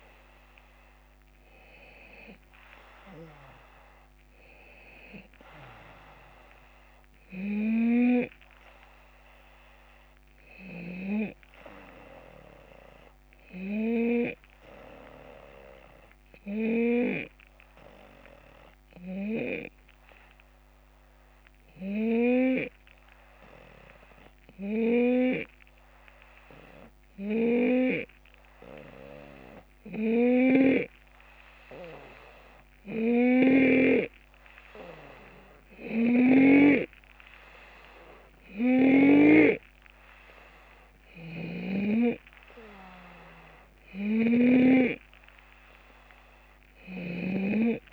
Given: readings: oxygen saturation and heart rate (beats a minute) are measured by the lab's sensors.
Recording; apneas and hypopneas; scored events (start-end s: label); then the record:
breathing in sleep by a microphone on the trachea; 1
0.00-1.50 s: arousal
0.00-9.00 s: drop in pulse transit time (device-marked, heart rate 78 extreme)
15.00-33.50 s: hypopnea (oxygen 93% before, 89% lowest, heart rate 79 before, 72 extreme, up 6 after)
33.00-36.50 s: snoring (device-marked)
35.50-38.50 s: arousal
41.00-44.50 s: snoring (device-marked)
46.50-47.93 s: snoring (device-marked)
From the record:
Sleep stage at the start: N2 (light sleep); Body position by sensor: on the left side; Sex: male